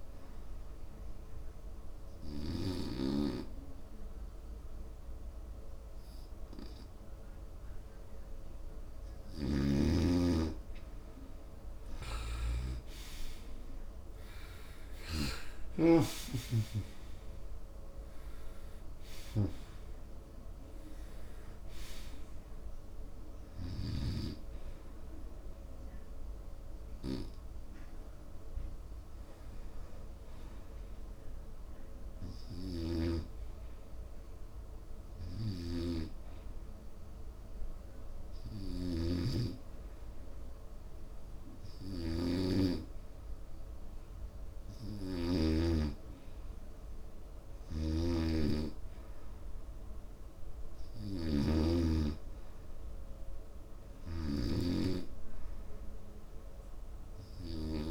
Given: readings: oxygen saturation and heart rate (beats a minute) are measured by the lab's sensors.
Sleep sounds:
breathing in sleep by a room microphone; 2
0.50-10.50 s: obstructive apnea (oxygen 94% before, 90% lowest, heart rate 74 before, 66 extreme, up 17 after)
13.00-16.50 s: arousal
32.00-43.00 s: hypopnea (oxygen 95% before, 90% lowest, heart rate 82 before, 72 extreme, up 2 after)
40.00-54.00 s: oxygen desaturation (device-marked, oxygen 93% before, 90% lowest, heart rate 83 before, 71 extreme)
45.00-49.00 s: arousal
45.50-52.00 s: snoring (device-marked)
From the record:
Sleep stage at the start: N2 (light sleep); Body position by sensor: on the right side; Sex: male

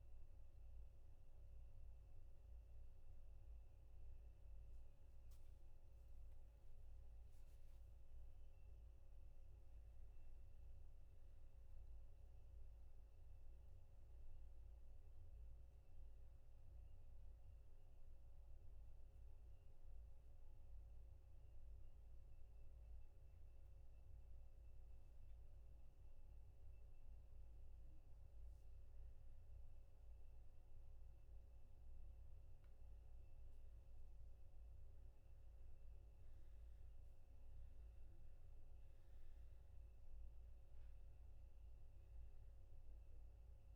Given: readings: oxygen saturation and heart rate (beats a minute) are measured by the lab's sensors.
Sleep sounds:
breathing in sleep, hard to hear, by a room microphone; 1
19.00-29.00 s: obstructive apnea (oxygen 95% before, 93% lowest, heart rate 72 before, 61 extreme, up 3 after)
From the record:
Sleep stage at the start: N2 (light sleep); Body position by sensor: on the back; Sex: male

